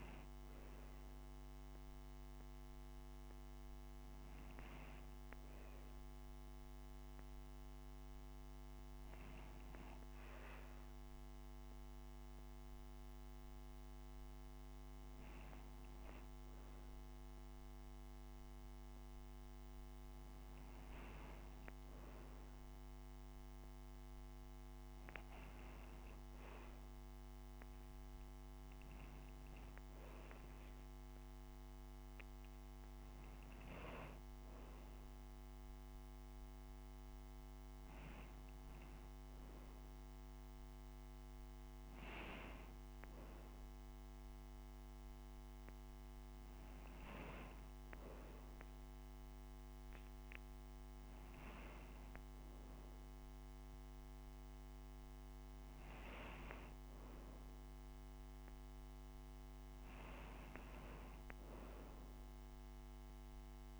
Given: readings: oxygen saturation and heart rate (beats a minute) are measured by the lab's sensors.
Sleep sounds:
breathing in sleep, hard to hear, by a microphone on the trachea; none
48.00-50.00 s: long interval between heartbeats (device-marked)
From the record:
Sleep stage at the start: N2 (light sleep); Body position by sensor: on the right side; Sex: female

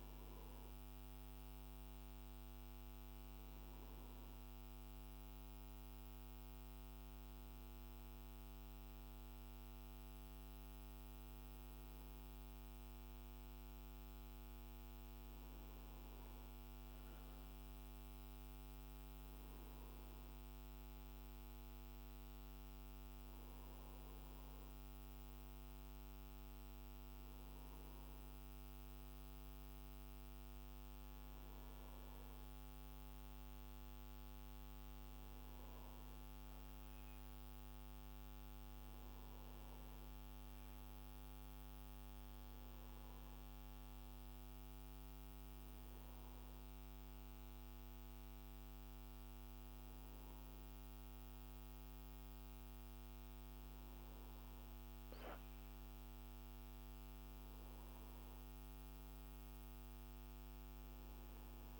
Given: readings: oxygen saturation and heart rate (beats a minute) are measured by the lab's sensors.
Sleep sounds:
breathing in sleep, hard to hear, by a microphone on the trachea; none
none scored
From the record:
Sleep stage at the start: N2 (light sleep); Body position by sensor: on the right side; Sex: male

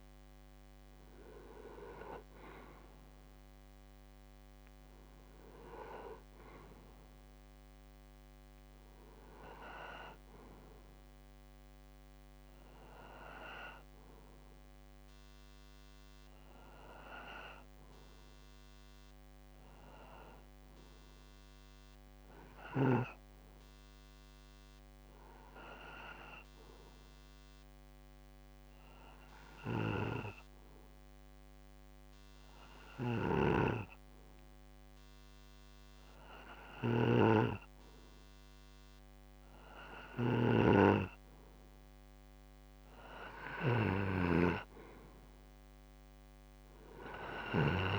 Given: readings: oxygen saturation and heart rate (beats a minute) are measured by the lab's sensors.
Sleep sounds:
breathing in sleep by a microphone on the trachea; 1
23.00-41.50 s: obstructive apnea (oxygen 96% before, 90% lowest, heart rate 64 before, 64 extreme, up 1 after)
33.00-40.50 s: snoring (device-marked)
36.00-47.99 s: oxygen desaturation (device-marked, oxygen 96% before, 90% lowest, heart rate 65 before, 64 extreme)
43.50-47.50 s: arousal
From the record:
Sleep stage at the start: N2 (light sleep); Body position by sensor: on the back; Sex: male

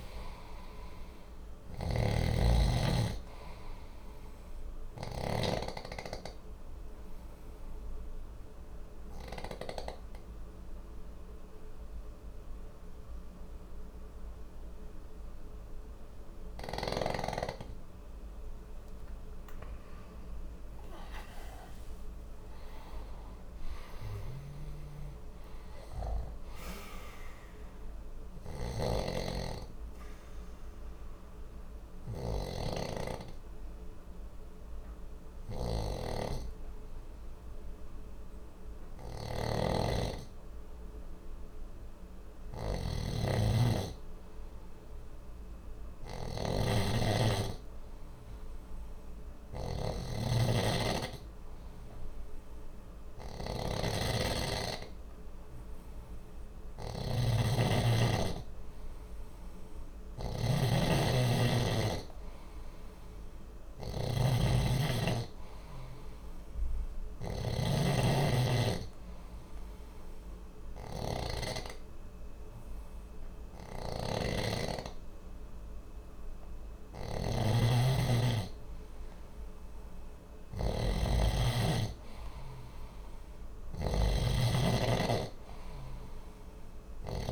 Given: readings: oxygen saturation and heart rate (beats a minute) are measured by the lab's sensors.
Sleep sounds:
breathing in sleep by a room microphone; 3
0.00-5.00 s: snoring (device-marked)
4.50-18.00 s: obstructive apnea (oxygen 95% before, 91% lowest, heart rate 60 before, 59 extreme, up 11 after)
16.50-22.00 s: snoring (device-marked)
19.00-23.00 s: arousal
24.50-38.50 s: oxygen desaturation (device-marked, oxygen 95% before, 91% lowest, heart rate 62 before, 59 extreme)
26.50-43.00 s: obstructive apnea (oxygen 95% before, 91% lowest, heart rate 63 before, 59 extreme, up 3 after)
28.00-87.32 s: snoring (device-marked)
46.50-50.50 s: arousal
62.50-87.32 s: oxygen desaturation (device-marked, oxygen 97% before, 92% lowest, heart rate 60 before, 59 extreme)
68.00-80.00 s: obstructive apnea (oxygen 97% before, 91% lowest, heart rate 60 before, 60 extreme, up 0 after)
82.50-86.50 s: arousal
From the record:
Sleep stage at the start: N2 (light sleep); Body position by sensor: on the back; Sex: male

